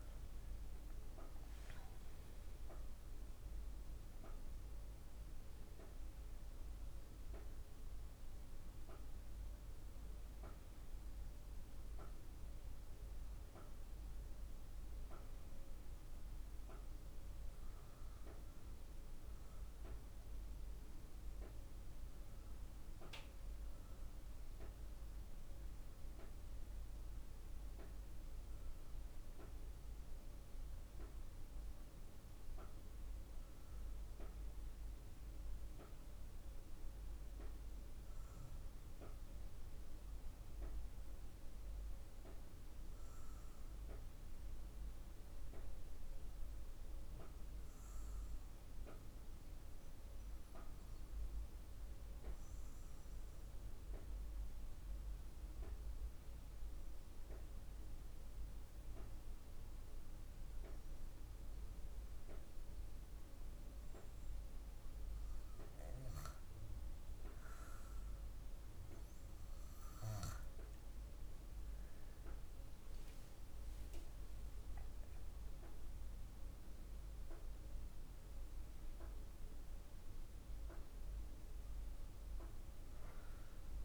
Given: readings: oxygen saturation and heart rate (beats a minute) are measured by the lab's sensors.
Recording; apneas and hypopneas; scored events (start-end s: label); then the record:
breathing in sleep, hard to hear, by a room microphone; 1
36.50-68.50 s: obstructive apnea (oxygen 99% before, 96% lowest, heart rate 55 before, 51 extreme, up 9 after)
71.50-76.50 s: arousal
From the record:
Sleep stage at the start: REM sleep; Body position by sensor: on the back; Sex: female